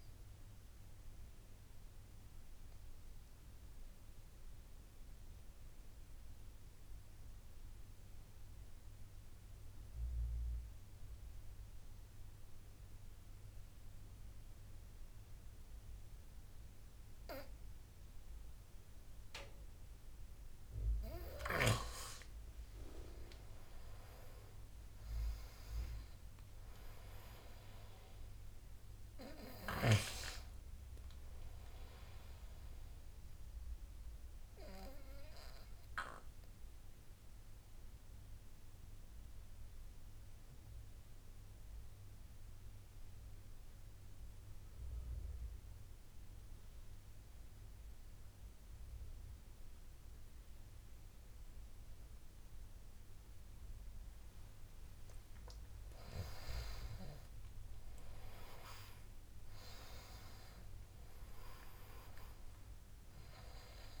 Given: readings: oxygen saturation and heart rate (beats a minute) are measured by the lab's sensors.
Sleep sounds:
breathing in sleep by a room microphone; 2
0.00-2.50 s: oxygen desaturation (device-marked, oxygen 92% lowest, heart rate 68 extreme)
0.50-21.00 s: obstructive apnea (oxygen 99% before, 91% lowest, heart rate 79 before, 68 extreme, up 8 after)
22.50-41.50 s: oxygen desaturation (device-marked, oxygen 99% before, 92% lowest, heart rate 70 before, 70 extreme)
23.00-27.00 s: arousal
34.50-55.00 s: obstructive apnea (oxygen 99% before, 89% lowest, heart rate 71 before, 69 extreme, up 13 after)
57.00-60.50 s: arousal
57.50-64.00 s: oxygen desaturation (device-marked, oxygen 98% before, 91% lowest, heart rate 74 before, 68 extreme)
From the record:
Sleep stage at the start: N2 (light sleep); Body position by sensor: on the front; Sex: male

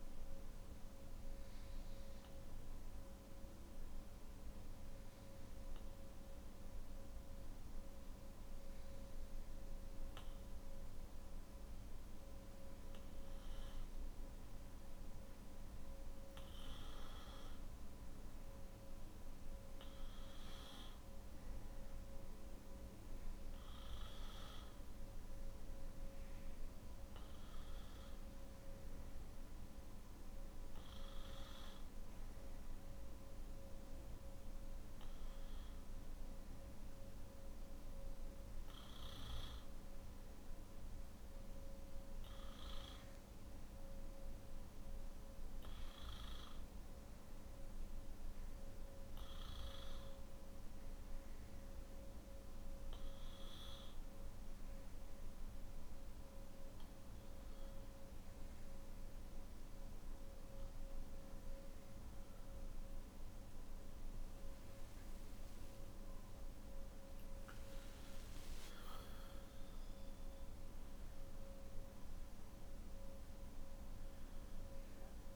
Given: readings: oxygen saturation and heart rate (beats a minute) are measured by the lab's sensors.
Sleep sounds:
breathing in sleep, hard to hear, by a room microphone; 1
4.50-15.50 s: hypopnea (oxygen 97% before, 95% lowest, heart rate 54 before, 53 extreme, up 5 after)
13.00-75.36 s: new sleep stage, N3 (deep sleep)
From the record:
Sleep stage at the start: N1 (lightest sleep); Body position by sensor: on the back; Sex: male

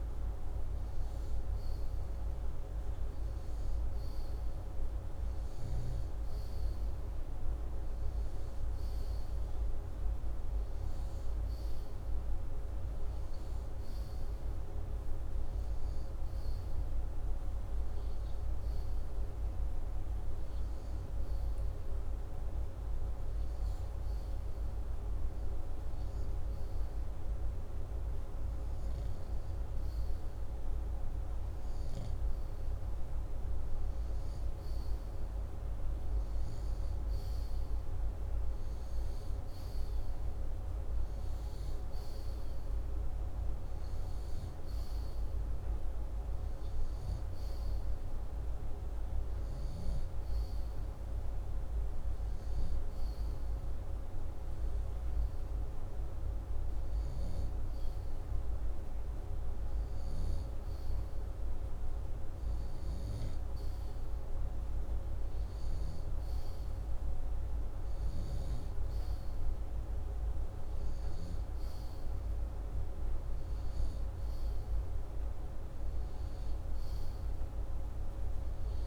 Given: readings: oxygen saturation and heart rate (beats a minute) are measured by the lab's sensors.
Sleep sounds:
breathing in sleep, hard to hear, by a room microphone; none
none scored
From the record:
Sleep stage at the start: N2 (light sleep); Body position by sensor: upright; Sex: male

